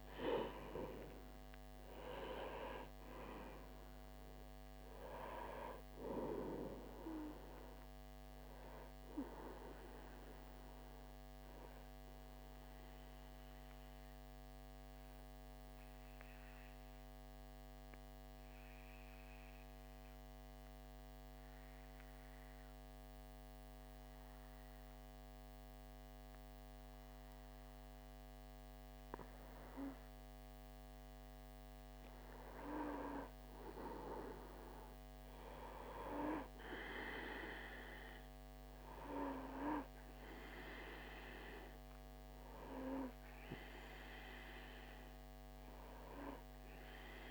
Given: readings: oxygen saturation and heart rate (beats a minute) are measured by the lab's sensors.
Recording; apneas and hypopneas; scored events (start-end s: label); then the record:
breathing in sleep by a microphone on the trachea; 1
0.00-21.50 s: oxygen desaturation (device-marked, oxygen 90% lowest)
12.00-27.00 s: central apnea (oxygen 96% before, 90% lowest)
28.50-32.50 s: arousal
36.50-47.31 s: oxygen desaturation (device-marked, oxygen 97% before, 93% lowest)
From the record:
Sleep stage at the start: N2 (light sleep); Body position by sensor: on the back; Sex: male